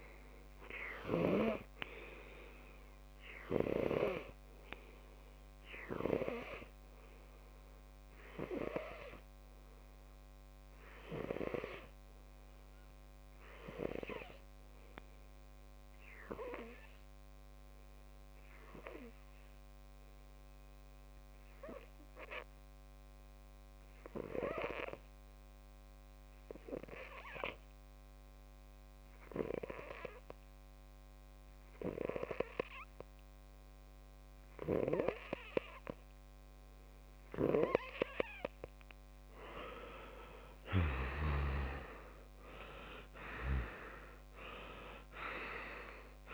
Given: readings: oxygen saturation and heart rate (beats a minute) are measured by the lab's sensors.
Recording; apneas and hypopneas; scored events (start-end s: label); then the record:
breathing in sleep by a microphone on the trachea; 1
5.50-37.50 s: obstructive apnea (oxygen 98% before, 94% lowest)
21.50-23.50 s: long interval between heartbeats (device-marked)
39.00-46.33 s: oxygen desaturation (device-marked, oxygen 98% before, 94% lowest)
40.00-45.00 s: arousal
From the record:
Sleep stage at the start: N2 (light sleep); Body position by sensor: on the left side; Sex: male